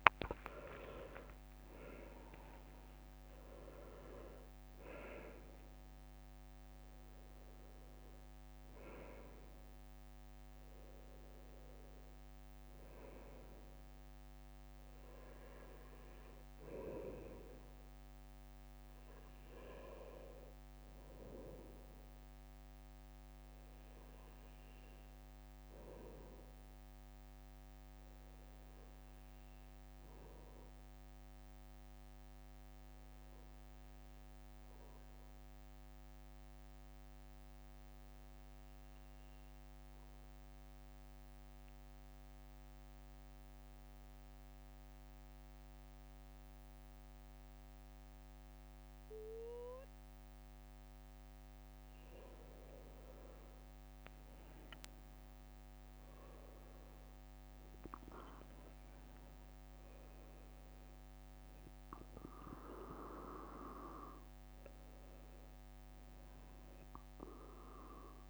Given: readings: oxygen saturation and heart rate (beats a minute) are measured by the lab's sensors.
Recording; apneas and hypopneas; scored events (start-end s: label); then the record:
breathing in sleep by a microphone on the trachea; 1
0.00-1.50 s: arousal
0.00-2.00 s: leg movement (device-marked)
23.50-27.00 s: arousal
31.50-50.00 s: obstructive apnea (oxygen 98% before, 96% lowest, heart rate 65 before, 62 extreme, up 5 after)
51.50-55.00 s: arousal
From the record:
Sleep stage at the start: N2 (light sleep); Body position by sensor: on the right side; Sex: male